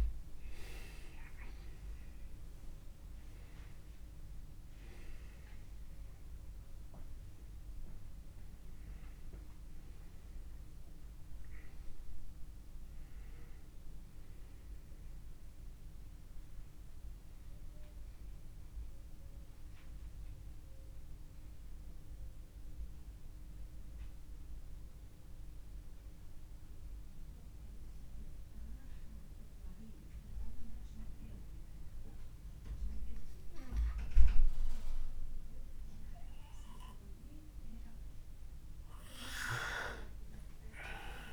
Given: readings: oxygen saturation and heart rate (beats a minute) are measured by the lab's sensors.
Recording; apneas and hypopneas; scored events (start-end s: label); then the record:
breathing in sleep by a room microphone; 1
0.00-26.50 s: oxygen desaturation (device-marked, oxygen 82% lowest, heart rate 35 extreme)
16.50-33.50 s: obstructive apnea (oxygen 93% before, 82% lowest, heart rate 46 before, 35 extreme, up 9 after)
35.50-38.50 s: arousal
From the record:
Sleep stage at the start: N2 (light sleep); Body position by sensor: on the back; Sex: male